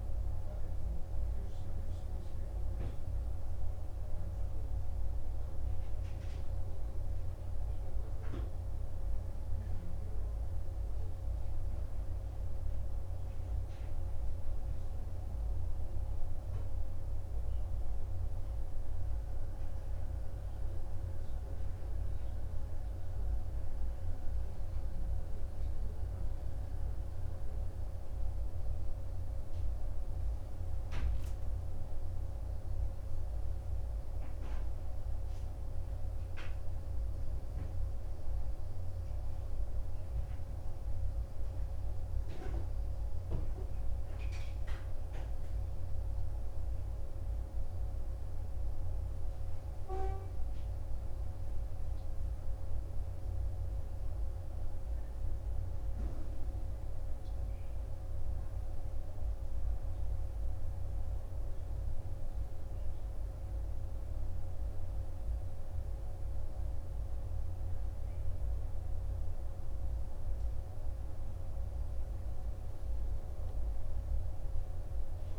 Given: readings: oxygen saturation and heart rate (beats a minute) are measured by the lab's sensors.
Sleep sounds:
breathing in sleep, hard to hear, by a room microphone; none
none scored
From the record:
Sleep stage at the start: N2 (light sleep); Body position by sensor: on the right side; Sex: male

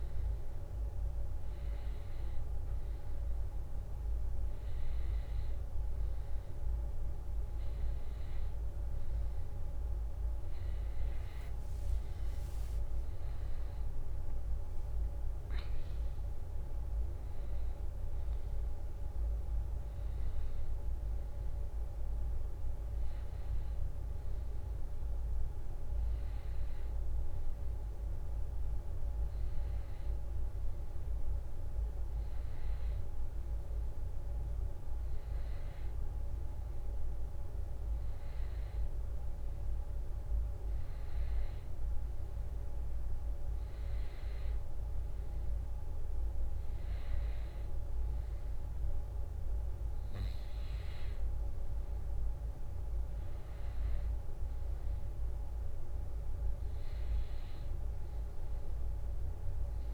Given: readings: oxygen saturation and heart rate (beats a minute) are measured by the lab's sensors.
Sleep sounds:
breathing in sleep, hard to hear, by a room microphone; none
none scored
From the record:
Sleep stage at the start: N1 (lightest sleep); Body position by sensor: on the back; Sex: male

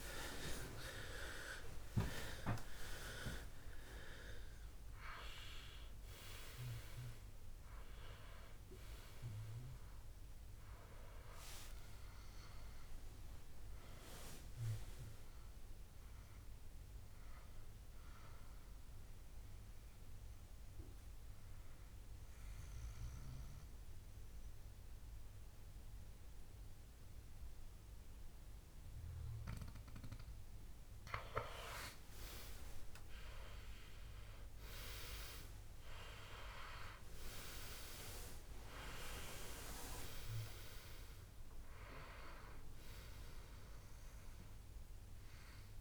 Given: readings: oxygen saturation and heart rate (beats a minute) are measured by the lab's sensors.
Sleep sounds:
breathing in sleep by a room microphone; 1
0.00-26.50 s: oxygen desaturation (device-marked, oxygen 91% lowest, heart rate 59 extreme)
13.00-15.50 s: arousal
18.50-31.00 s: obstructive apnea (oxygen 97% before, 91% lowest, heart rate 79 before, 59 extreme, up 14 after)
33.00-36.00 s: arousal
From the record:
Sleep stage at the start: N2 (light sleep); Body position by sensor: on the back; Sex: male

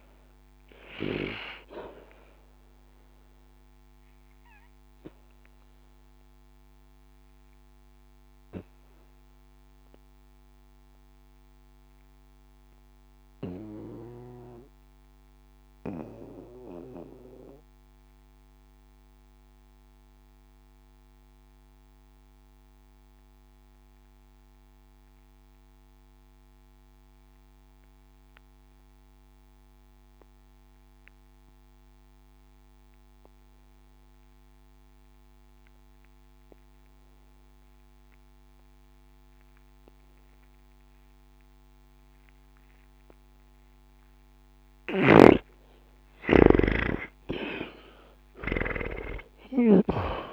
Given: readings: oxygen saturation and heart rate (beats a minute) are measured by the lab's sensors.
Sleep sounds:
breathing in sleep by a microphone on the trachea; 1
0.00-21.00 s: oxygen desaturation (device-marked, oxygen 79% lowest, heart rate 60 extreme)
4.50-45.50 s: obstructive apnea (oxygen 96% before, 79% lowest, heart rate 81 before, 60 extreme, up 56 after)
41.00-50.33 s: oxygen desaturation (device-marked, oxygen 99% before, 82% lowest, heart rate 60 before, 59 extreme)
48.00-50.33 s: arousal
From the record:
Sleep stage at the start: N2 (light sleep); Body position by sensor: on the back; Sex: male

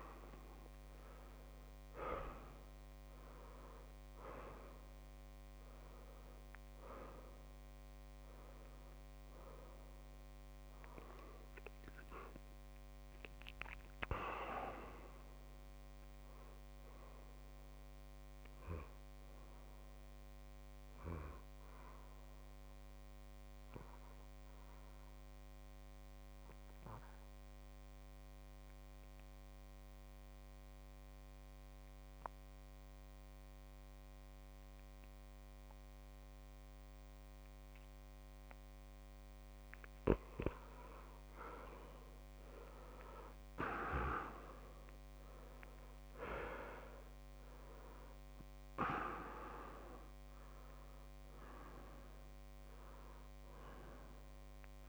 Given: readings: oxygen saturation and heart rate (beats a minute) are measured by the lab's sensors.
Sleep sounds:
breathing in sleep by a microphone on the trachea; 1
0.00-12.50 s: oxygen desaturation (device-marked, oxygen 90% lowest)
24.00-40.00 s: obstructive apnea (oxygen 94% before, 91% lowest)
42.50-45.50 s: arousal
46.50-54.89 s: oxygen desaturation (device-marked, oxygen 99% before, 93% lowest)
From the record:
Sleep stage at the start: N2 (light sleep); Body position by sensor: on the back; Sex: male

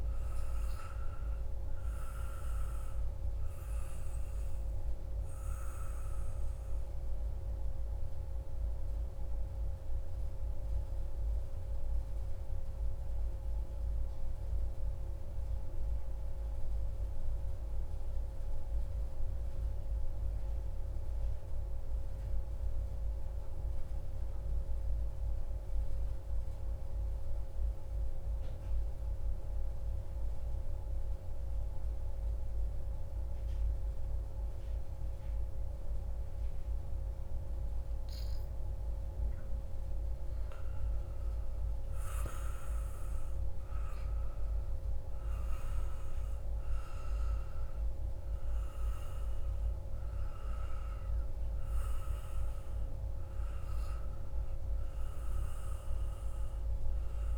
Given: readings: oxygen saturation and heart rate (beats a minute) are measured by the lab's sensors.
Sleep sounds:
breathing in sleep, hard to hear, by a room microphone; 1
0.00-16.00 s: oxygen desaturation (device-marked, oxygen 92% lowest)
4.00-37.50 s: mixed apnea (oxygen 97% before, 92% lowest)
39.00-43.50 s: arousal
40.00-57.37 s: oxygen desaturation (device-marked, oxygen 97% before, 92% lowest)
From the record:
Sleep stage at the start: N2 (light sleep); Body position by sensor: on the back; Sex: male

